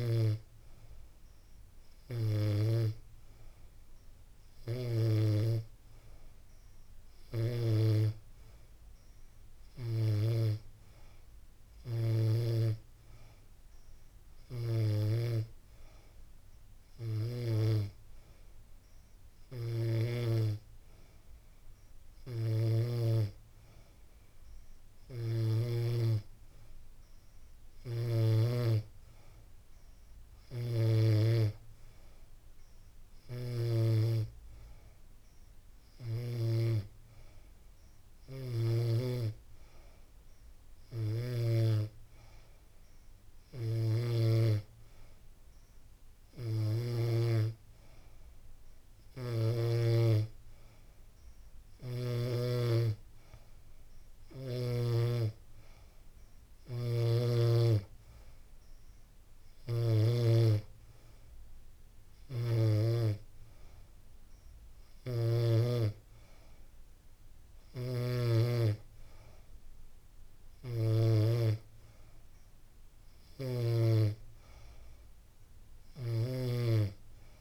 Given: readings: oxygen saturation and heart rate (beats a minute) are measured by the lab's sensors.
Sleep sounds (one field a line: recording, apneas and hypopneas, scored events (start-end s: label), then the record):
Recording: breathing in sleep by a room microphone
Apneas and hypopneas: none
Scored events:
2.50-77.41 s: new sleep stage, N3 (deep sleep)
56.00-59.50 s: snoring (device-marked)
From the record:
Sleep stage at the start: N2 (light sleep)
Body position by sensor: on the back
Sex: female